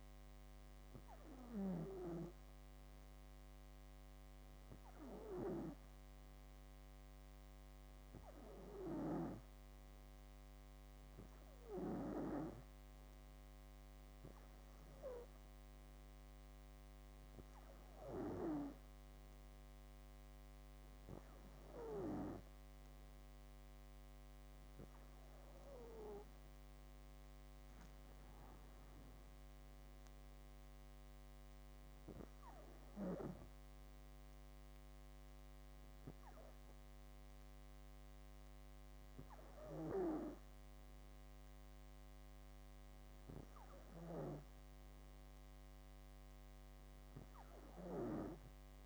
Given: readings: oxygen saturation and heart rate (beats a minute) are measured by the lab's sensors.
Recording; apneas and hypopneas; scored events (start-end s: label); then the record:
breathing in sleep by a microphone on the trachea; none
36.00-40.00 s: bradycardia (device-marked, heart rate 64 before, 59 extreme)
From the record:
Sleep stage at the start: N2 (light sleep); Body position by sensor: on the back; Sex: female